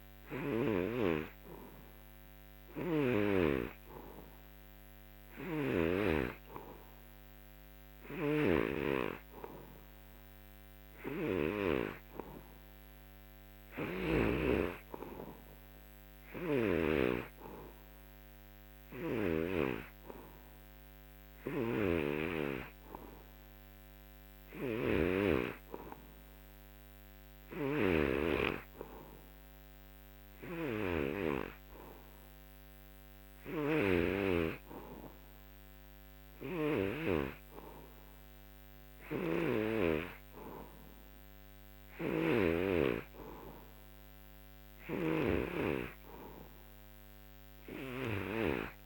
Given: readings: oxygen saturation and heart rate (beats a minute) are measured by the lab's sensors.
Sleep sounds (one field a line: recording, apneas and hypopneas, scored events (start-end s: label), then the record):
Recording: breathing in sleep by a microphone on the trachea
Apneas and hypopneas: none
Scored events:
2.50-6.00 s: snoring (device-marked)
8.00-14.00 s: snoring (device-marked)
16.00-19.50 s: snoring (device-marked)
21.50-37.00 s: snoring (device-marked)
39.00-42.50 s: snoring (device-marked)
44.50-48.86 s: snoring (device-marked)
From the record:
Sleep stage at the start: N3 (deep sleep)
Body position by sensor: on the back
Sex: male